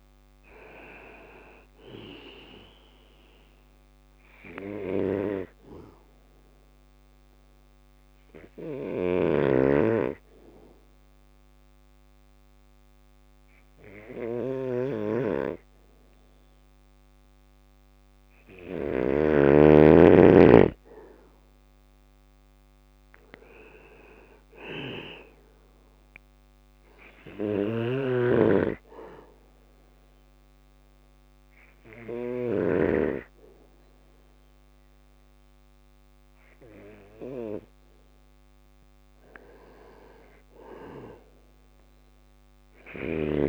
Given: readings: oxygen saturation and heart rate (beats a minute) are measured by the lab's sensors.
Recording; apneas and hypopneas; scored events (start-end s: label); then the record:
breathing in sleep by a microphone on the trachea; 2
2.50-16.50 s: obstructive apnea (oxygen 96% before, 93% lowest, heart rate 62 before, 58 extreme, up 5 after)
3.50-9.50 s: bradycardia (device-marked, heart rate 61 before, 58 extreme)
7.50-18.00 s: snoring (device-marked)
18.50-21.50 s: arousal
25.00-36.00 s: obstructive apnea (oxygen 97% before, 93% lowest, heart rate 61 before, 58 extreme, up 4 after)
26.50-31.50 s: snoring (device-marked)
26.50-34.50 s: bradycardia (device-marked, heart rate 61 before, 58 extreme)
41.50-43.49 s: arousal
41.50-43.49 s: bradycardia (device-marked, heart rate 61 before, 58 extreme)
42.00-43.49 s: snoring (device-marked)
From the record:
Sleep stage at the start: N2 (light sleep); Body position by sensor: on the back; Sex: male